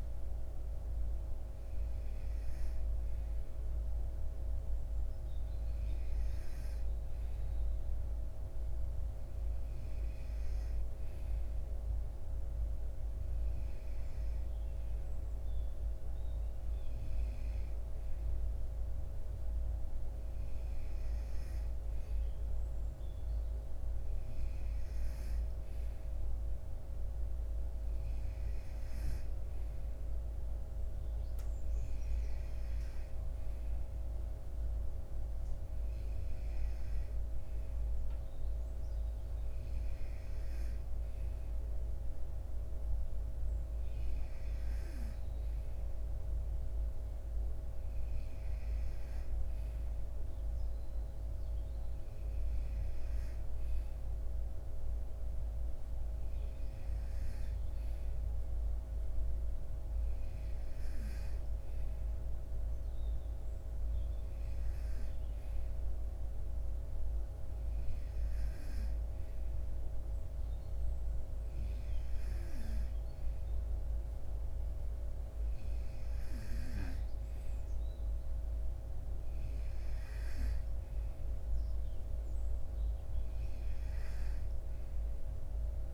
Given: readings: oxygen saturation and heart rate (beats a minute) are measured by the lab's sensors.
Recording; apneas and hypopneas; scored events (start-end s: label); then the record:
breathing in sleep, hard to hear, by a room microphone; none
none scored
From the record:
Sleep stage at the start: N2 (light sleep); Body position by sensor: on the right side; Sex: male